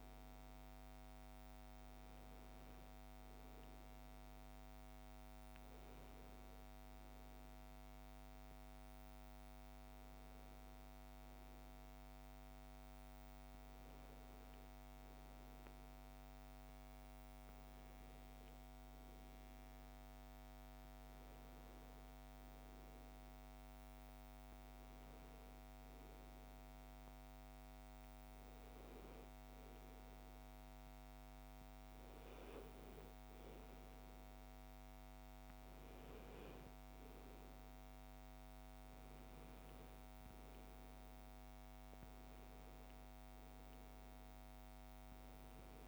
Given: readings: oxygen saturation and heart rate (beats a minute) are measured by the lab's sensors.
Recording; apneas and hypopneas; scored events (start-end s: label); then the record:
a person awake in a sleep study, hard to hear, by a microphone on the trachea; none
none scored
From the record:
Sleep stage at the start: awake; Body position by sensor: on the back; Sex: female